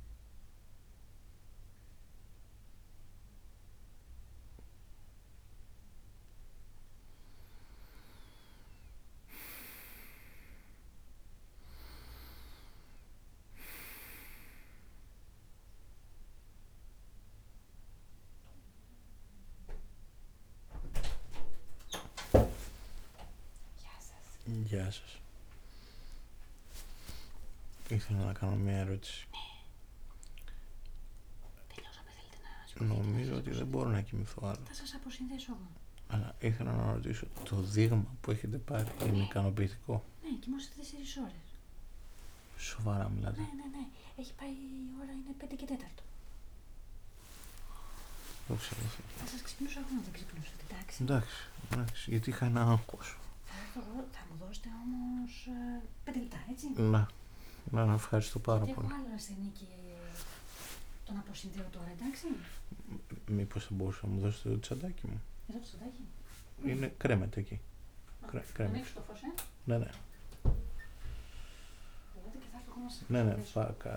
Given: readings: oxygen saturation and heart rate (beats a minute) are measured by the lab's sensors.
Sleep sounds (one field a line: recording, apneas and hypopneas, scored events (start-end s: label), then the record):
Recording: a person awake in a sleep study, by a room microphone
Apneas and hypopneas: none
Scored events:
17.00-27.00 s: oxygen desaturation (device-marked, oxygen 96% before, 93% lowest, heart rate 80 before, 79 extreme)
From the record:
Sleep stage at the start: awake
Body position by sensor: on the right side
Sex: male